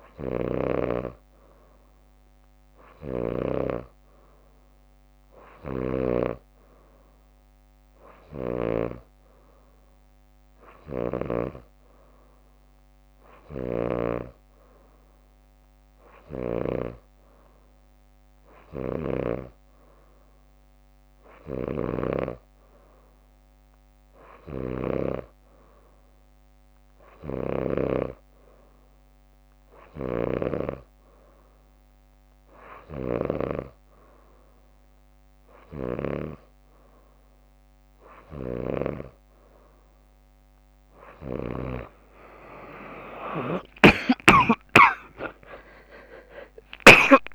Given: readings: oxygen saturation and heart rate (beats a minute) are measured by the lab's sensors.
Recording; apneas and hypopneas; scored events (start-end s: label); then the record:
breathing in sleep by a microphone on the trachea; none
0.00-1.50 s: leg movement (device-marked)
2.50-6.50 s: leg movement (device-marked)
5.50-9.00 s: snoring (device-marked)
13.50-17.00 s: snoring (device-marked)
21.50-24.00 s: leg movement (device-marked)
21.50-28.00 s: snoring (device-marked)
24.50-28.50 s: leg movement (device-marked)
30.00-31.00 s: leg movement (device-marked)
30.00-33.50 s: snoring (device-marked)
38.00-39.50 s: leg movement (device-marked)
42.00-47.35 s: leg movement (device-marked)
43.50-47.00 s: snoring (device-marked)
43.50-47.35 s: arousal
From the record:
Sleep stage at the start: N2 (light sleep); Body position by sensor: on the back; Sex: female